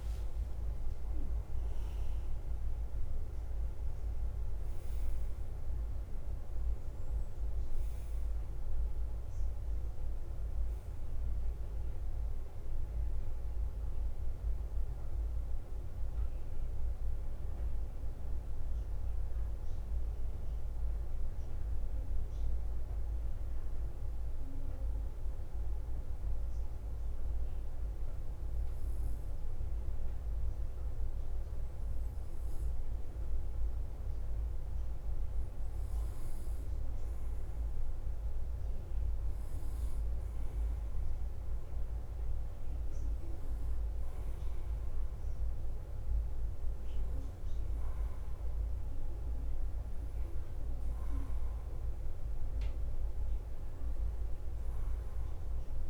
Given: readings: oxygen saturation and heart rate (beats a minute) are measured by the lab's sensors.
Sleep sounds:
breathing in sleep, hard to hear, by a room microphone; 1
0.00-3.50 s: arousal
4.00-30.00 s: oxygen desaturation (device-marked, oxygen 98% before, 94% lowest, heart rate 60 before, 54 extreme)
14.00-22.00 s: bradycardia (device-marked, heart rate 54 before, 54 extreme)
15.50-29.50 s: obstructive apnea (oxygen 98% before, 92% lowest, heart rate 64 before, 54 extreme, up 4 after)
31.00-34.00 s: arousal
32.00-48.00 s: bradycardia (device-marked, heart rate 54 before, 54 extreme)
44.00-55.90 s: oxygen desaturation (device-marked, oxygen 97% before, 92% lowest, heart rate 59 before, 53 extreme)
From the record:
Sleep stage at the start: N2 (light sleep); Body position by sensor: on the back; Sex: male

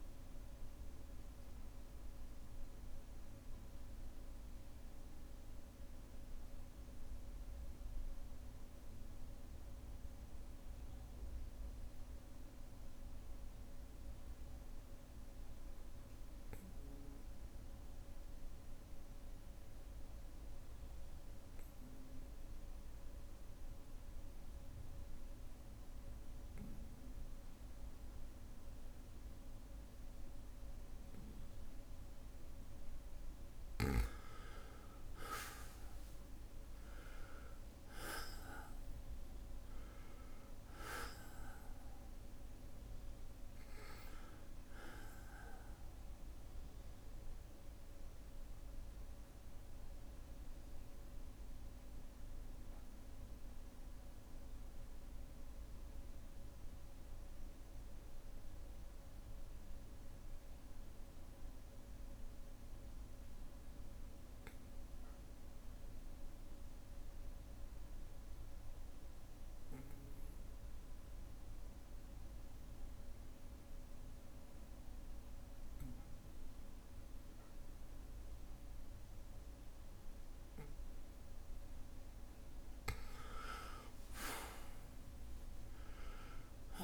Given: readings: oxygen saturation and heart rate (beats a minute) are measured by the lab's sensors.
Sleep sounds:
breathing in sleep, hard to hear, by a room microphone; 2
0.00-20.00 s: oxygen desaturation (device-marked, oxygen 91% lowest, heart rate 57 extreme)
2.00-23.00 s: bradycardia (device-marked, heart rate 59 before, 57 extreme)
3.50-32.50 s: obstructive apnea (oxygen 99% before, 91% lowest, heart rate 61 before, 54 extreme, up 3 after)
33.00-64.00 s: oxygen desaturation (device-marked, oxygen 99% before, 92% lowest, heart rate 58 before, 53 extreme)
35.00-40.00 s: arousal
44.00-68.00 s: bradycardia (device-marked, heart rate 59 before, 53 extreme)
47.50-81.50 s: obstructive apnea (oxygen 99% before, 91% lowest, heart rate 61 before, 53 extreme, up 4 after)
72.00-80.00 s: bradycardia (device-marked, heart rate 59 before, 59 extreme)
77.00-86.84 s: oxygen desaturation (device-marked, oxygen 99% before, 91% lowest, heart rate 57 before, 54 extreme)
83.50-86.84 s: arousal
From the record:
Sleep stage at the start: N2 (light sleep); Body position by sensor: on the back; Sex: male

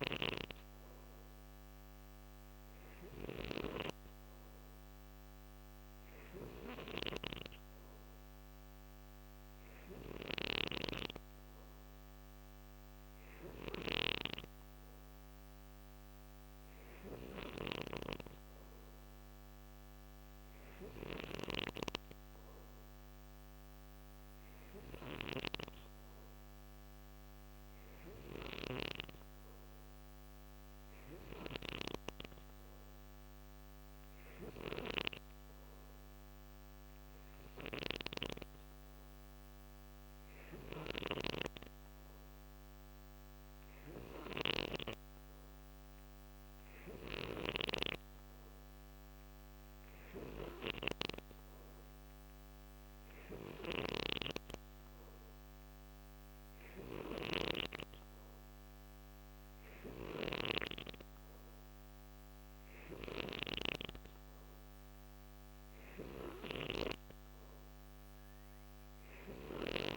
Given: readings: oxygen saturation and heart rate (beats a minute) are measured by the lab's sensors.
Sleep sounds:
breathing in sleep by a microphone on the trachea; none
0.00-3.00 s: snoring (device-marked)
9.50-28.00 s: snoring (device-marked)
34.00-69.97 s: snoring (device-marked)
From the record:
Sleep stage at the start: N2 (light sleep); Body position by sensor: on the right side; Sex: male

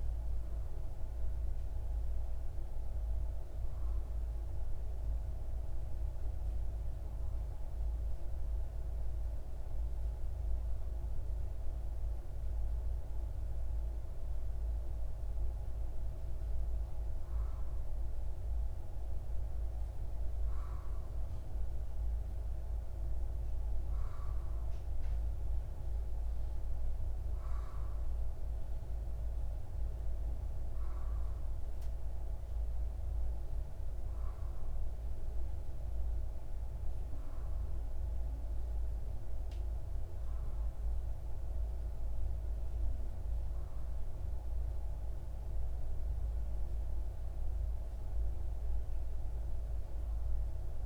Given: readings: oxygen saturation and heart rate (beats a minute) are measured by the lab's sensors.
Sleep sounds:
breathing in sleep, hard to hear, by a room microphone; none
40.00-50.86 s: new sleep stage, N3 (deep sleep)
From the record:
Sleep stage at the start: N2 (light sleep); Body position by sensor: on the left side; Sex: male

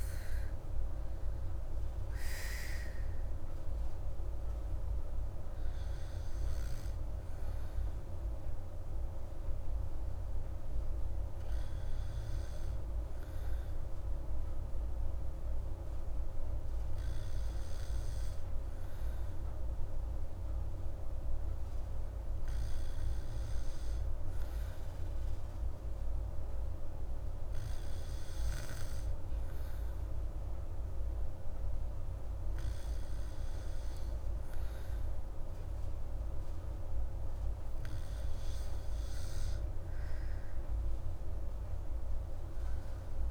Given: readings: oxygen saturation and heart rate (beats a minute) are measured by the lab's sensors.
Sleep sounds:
breathing in sleep, hard to hear, by a room microphone; none
none scored
From the record:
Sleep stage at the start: N2 (light sleep); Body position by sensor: on the back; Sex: female

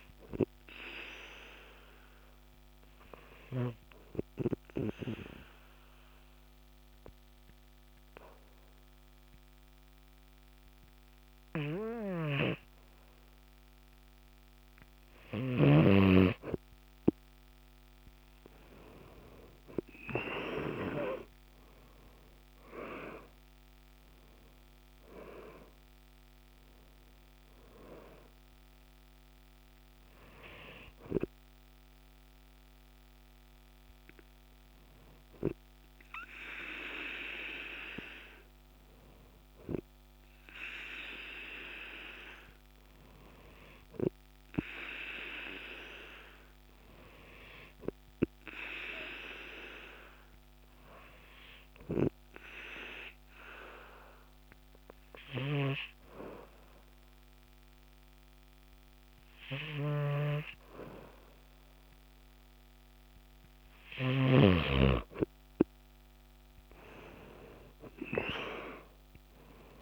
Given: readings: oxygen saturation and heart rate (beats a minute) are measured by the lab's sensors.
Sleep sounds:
breathing in sleep by a microphone on the trachea; 3
0.50-14.00 s: obstructive apnea (oxygen 97% before, 93% lowest, heart rate 54 before, 50 extreme, up 10 after)
20.00-24.00 s: arousal
31.00-41.50 s: hypopnea (oxygen 97% before, 93% lowest, heart rate 59 before, 52 extreme, up 3 after)
43.50-46.50 s: arousal
45.00-51.00 s: oxygen desaturation (device-marked, oxygen 96% before, 93% lowest, heart rate 57 before, 53 extreme)
51.50-62.50 s: obstructive apnea (oxygen 97% before, 93% lowest, heart rate 53 before, 49 extreme, up 8 after)
65.50-69.50 s: arousal
From the record:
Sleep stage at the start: N2 (light sleep); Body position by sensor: on the back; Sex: male

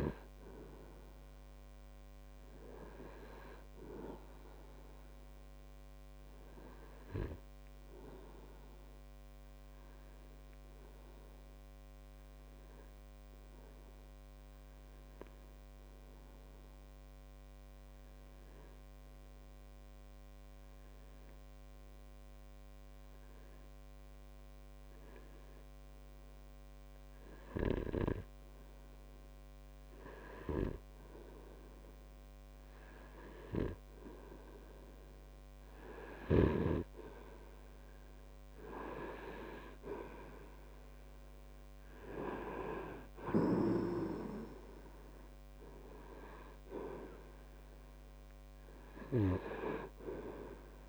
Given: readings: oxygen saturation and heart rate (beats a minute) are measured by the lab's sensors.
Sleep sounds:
breathing in sleep by a microphone on the trachea; 1
3.00-7.00 s: arousal
10.00-28.50 s: obstructive apnea (oxygen 99% before, 92% lowest)
32.00-36.00 s: arousal
46.50-50.89 s: oxygen desaturation (device-marked, oxygen 97% before, 92% lowest)
From the record:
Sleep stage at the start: REM sleep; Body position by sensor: on the right side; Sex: male

